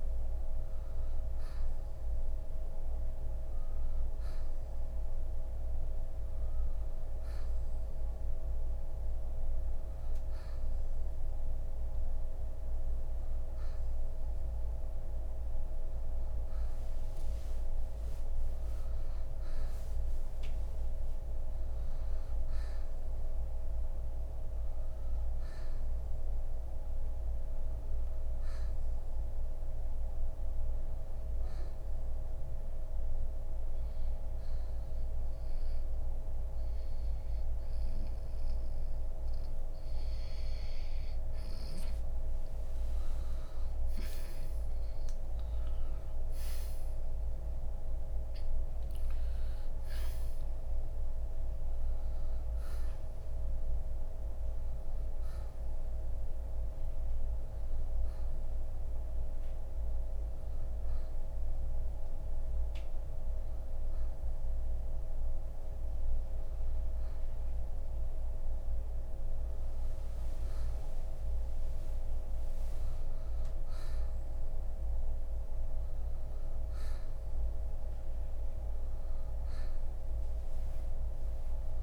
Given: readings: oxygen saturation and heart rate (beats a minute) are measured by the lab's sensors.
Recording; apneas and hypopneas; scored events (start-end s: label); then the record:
breathing in sleep, hard to hear, by a room microphone; 1
13.50-81.83 s: new sleep stage, N2 (light sleep)
23.50-27.00 s: arousal
30.50-41.00 s: hypopnea (oxygen 95% before, 86% lowest, heart rate 67 before, 59 extreme, up 10 after)
44.00-48.00 s: arousal
54.50-74.50 s: oxygen desaturation (device-marked, oxygen 92% before, 86% lowest, heart rate 65 before, 59 extreme)
73.50-77.50 s: arousal
From the record:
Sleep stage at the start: N1 (lightest sleep); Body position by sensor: on the right side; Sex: male